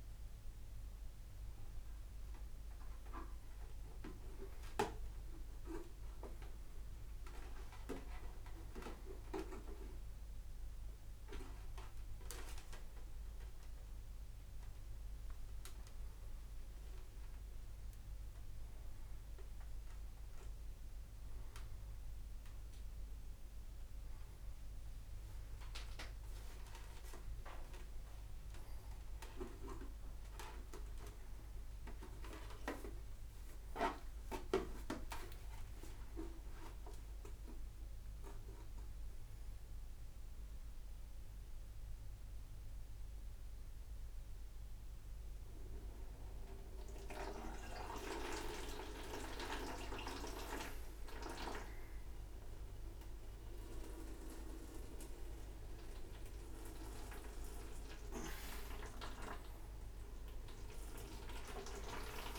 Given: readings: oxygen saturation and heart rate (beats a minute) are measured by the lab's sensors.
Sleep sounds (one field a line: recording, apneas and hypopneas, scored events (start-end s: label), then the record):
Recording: a person awake in a sleep study, by a room microphone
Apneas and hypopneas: none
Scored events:
none scored
From the record:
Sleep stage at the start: awake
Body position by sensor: on the front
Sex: male